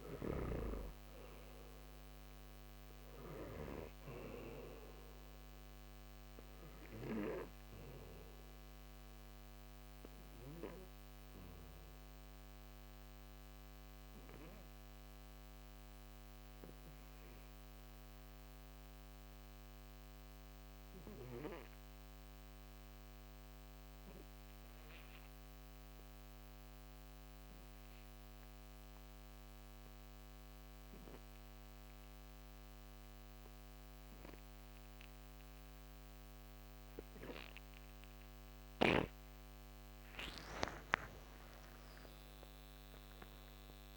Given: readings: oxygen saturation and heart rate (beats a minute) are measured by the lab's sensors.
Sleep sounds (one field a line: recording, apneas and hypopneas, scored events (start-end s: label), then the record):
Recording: breathing in sleep by a microphone on the trachea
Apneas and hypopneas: 1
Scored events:
0.00-16.50 s: oxygen desaturation (device-marked, oxygen 84% lowest, heart rate 59 extreme)
7.50-39.00 s: obstructive apnea (oxygen 97% before, 84% lowest, heart rate 67 before, 56 extreme, up 20 after)
33.50-43.96 s: oxygen desaturation (device-marked, oxygen 97% before, 86% lowest, heart rate 63 before, 56 extreme)
40.50-43.96 s: arousal
From the record:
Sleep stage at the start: N2 (light sleep)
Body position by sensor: on the back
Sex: male